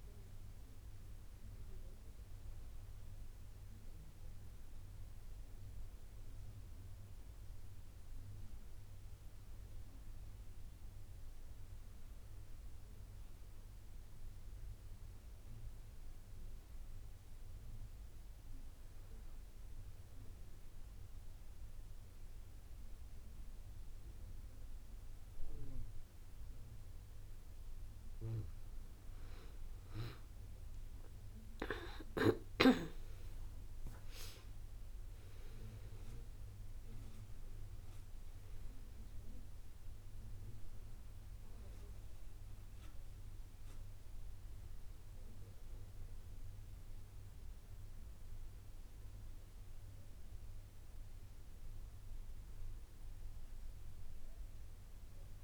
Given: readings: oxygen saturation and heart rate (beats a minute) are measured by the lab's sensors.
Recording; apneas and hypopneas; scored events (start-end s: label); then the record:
breathing in sleep by a room microphone; 1
19.50-30.00 s: obstructive apnea (oxygen 93% before, 89% lowest)
32.00-37.00 s: arousal
38.00-55.00 s: oxygen desaturation (device-marked, oxygen 94% before, 89% lowest)
From the record:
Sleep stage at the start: N2 (light sleep); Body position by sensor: on the back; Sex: female